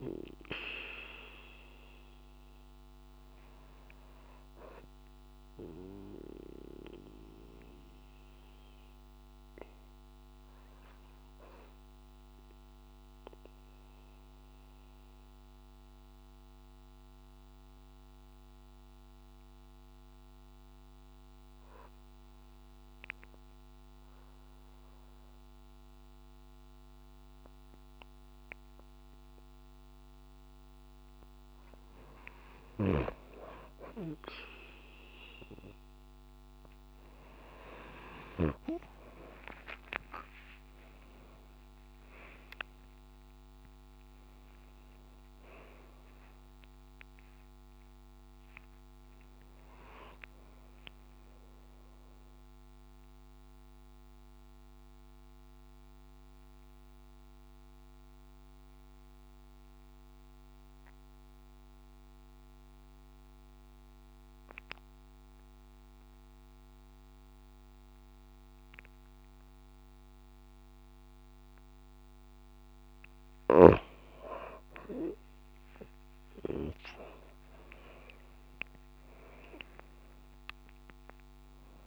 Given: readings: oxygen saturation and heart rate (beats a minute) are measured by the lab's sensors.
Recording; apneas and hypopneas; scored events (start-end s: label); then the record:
breathing in sleep by a microphone on the trachea; 2
6.50-31.50 s: obstructive apnea (oxygen 97% before, 92% lowest)
19.00-21.00 s: long interval between heartbeats (device-marked)
36.00-64.00 s: oxygen desaturation (device-marked, oxygen 96% before, 92% lowest)
38.00-45.00 s: arousal
47.50-49.50 s: long interval between heartbeats (device-marked)
51.00-53.00 s: long interval between heartbeats (device-marked)
52.00-73.00 s: mixed apnea (oxygen 96% before, 92% lowest)
66.50-68.50 s: long interval between heartbeats (device-marked)
75.00-79.50 s: arousal
77.00-79.00 s: long interval between heartbeats (device-marked)
From the record:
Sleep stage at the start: N2 (light sleep); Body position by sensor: on the right side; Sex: female